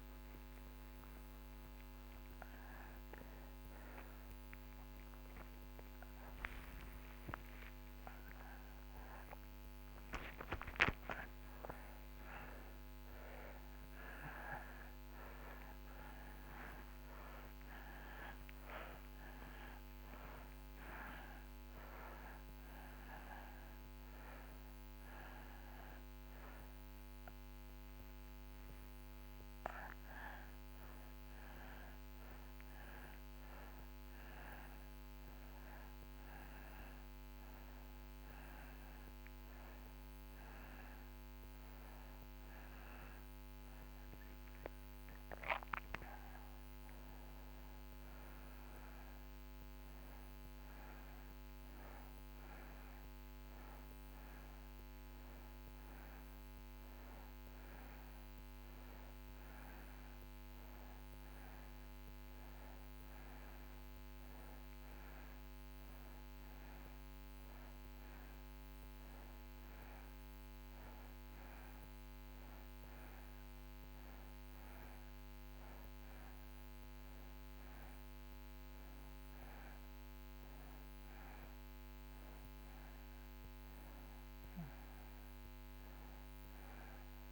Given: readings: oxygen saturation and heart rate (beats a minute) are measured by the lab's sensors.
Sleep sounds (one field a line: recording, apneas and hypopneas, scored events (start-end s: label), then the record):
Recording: a person partly awake in a sleep study, by a microphone on the trachea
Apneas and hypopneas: none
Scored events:
21.00-45.00 s: oxygen desaturation (device-marked, oxygen 96% before, 86% lowest)
31.00-87.31 s: new sleep stage, N2 (light sleep)
53.00-75.00 s: oxygen desaturation (device-marked, oxygen 94% before, 89% lowest)
From the record:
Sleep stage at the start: awake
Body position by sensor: on the back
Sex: male